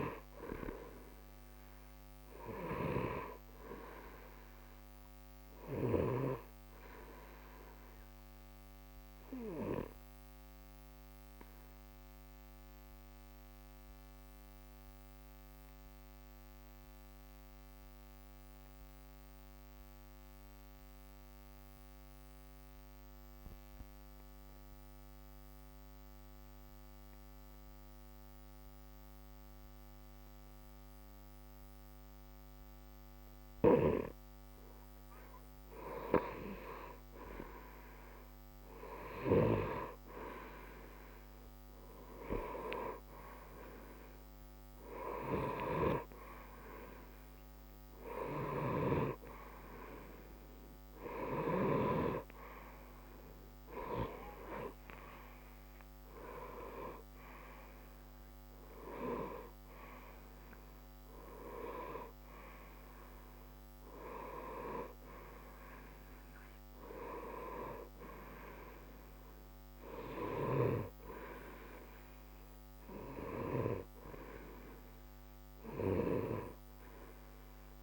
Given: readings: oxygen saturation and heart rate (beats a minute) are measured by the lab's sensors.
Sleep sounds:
breathing in sleep by a microphone on the trachea; 1
0.00-11.50 s: oxygen desaturation (device-marked, oxygen 89% lowest, heart rate 61 extreme)
7.50-34.50 s: obstructive apnea (oxygen 94% before, 89% lowest, heart rate 61 before, 61 extreme, up 0 after)
37.00-41.00 s: arousal
43.50-77.83 s: oxygen desaturation (device-marked, oxygen 95% before, 89% lowest, heart rate 69 before, 60 extreme)
74.50-77.83 s: arousal
From the record:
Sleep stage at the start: N2 (light sleep); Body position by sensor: on the right side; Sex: male

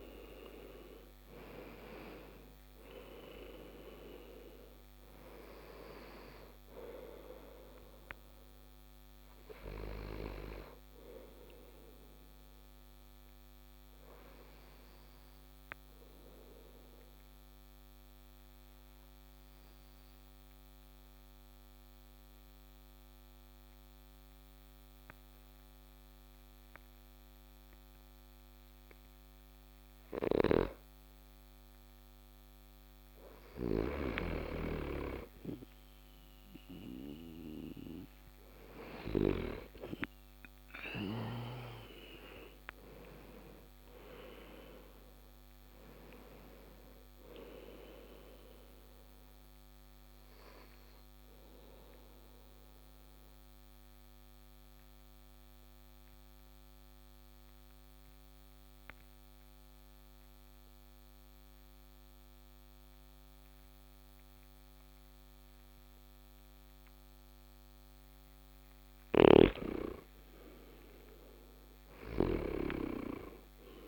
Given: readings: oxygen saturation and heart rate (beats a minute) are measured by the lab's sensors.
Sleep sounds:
breathing in sleep by a microphone on the trachea; 2
0.00-1.00 s: arousal
14.50-29.50 s: mixed apnea (oxygen 97% before, 91% lowest)
17.50-25.50 s: oxygen desaturation (device-marked, oxygen 96% before, 92% lowest)
31.00-34.50 s: arousal
42.50-68.50 s: oxygen desaturation (device-marked, oxygen 98% before, 91% lowest)
50.50-67.50 s: mixed apnea (oxygen 98% before, 91% lowest)
69.50-72.00 s: arousal
From the record:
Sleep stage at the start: N2 (light sleep); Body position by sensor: on the back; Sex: male

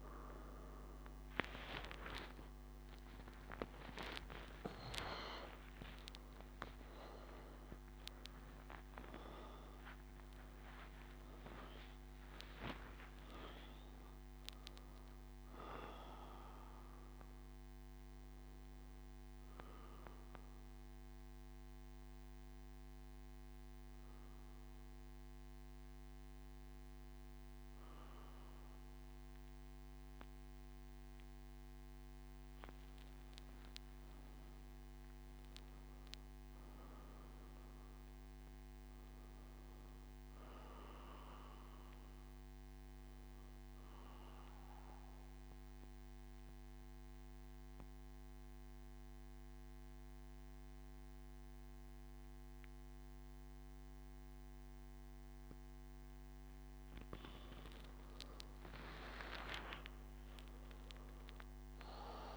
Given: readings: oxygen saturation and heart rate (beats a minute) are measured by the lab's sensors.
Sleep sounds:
breathing in sleep by a microphone on the trachea; none
0.50-22.50 s: oxygen desaturation (device-marked, oxygen 98% before, 93% lowest, heart rate 120 before, 63 extreme)
From the record:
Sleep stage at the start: N1 (lightest sleep); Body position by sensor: on the back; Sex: male

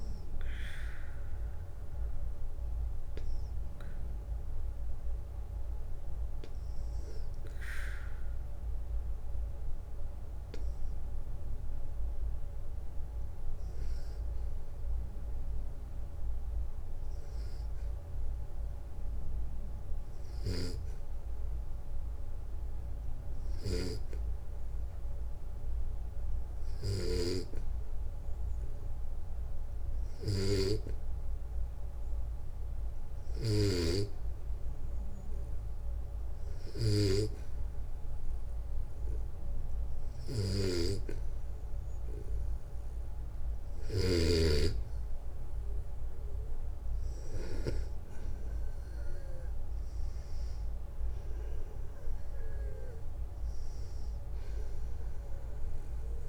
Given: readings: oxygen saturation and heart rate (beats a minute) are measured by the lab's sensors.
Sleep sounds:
breathing in sleep by a room microphone; 1
4.00-7.00 s: arousal
10.50-41.00 s: hypopnea (oxygen 98% before, 92% lowest, heart rate 61 before, 60 extreme, up 2 after)
19.50-26.50 s: snoring (device-marked)
39.50-47.00 s: snoring (device-marked)
44.50-48.00 s: arousal
From the record:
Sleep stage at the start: N2 (light sleep); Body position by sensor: on the back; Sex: male

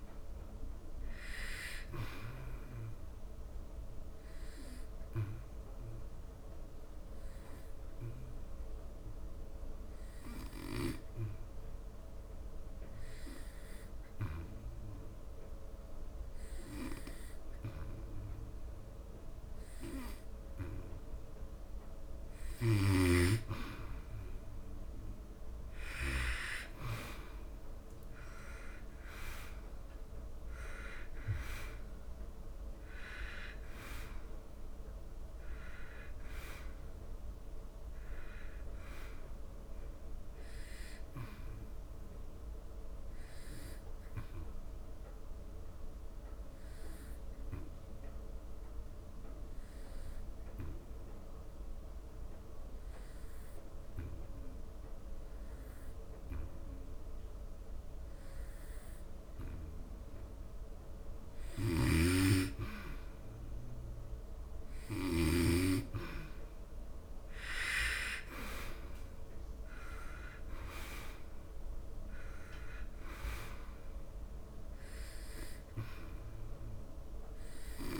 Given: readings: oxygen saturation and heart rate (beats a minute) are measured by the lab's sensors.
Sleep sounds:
breathing in sleep by a room microphone; 2
0.00-11.00 s: oxygen desaturation (device-marked, oxygen 91% lowest, heart rate 70 extreme)
3.50-23.00 s: obstructive apnea (oxygen 99% before, 88% lowest, heart rate 80 before, 70 extreme, up 10 after)
23.00-50.00 s: oxygen desaturation (device-marked, oxygen 98% before, 90% lowest, heart rate 78 before, 68 extreme)
26.00-29.50 s: arousal
44.00-61.50 s: obstructive apnea (oxygen 98% before, 88% lowest, heart rate 80 before, 68 extreme, up 6 after)
63.00-66.50 s: arousal
64.00-78.00 s: oxygen desaturation (device-marked, oxygen 98% before, 88% lowest, heart rate 76 before, 68 extreme)
From the record:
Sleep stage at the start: N2 (light sleep); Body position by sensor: on the back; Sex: male

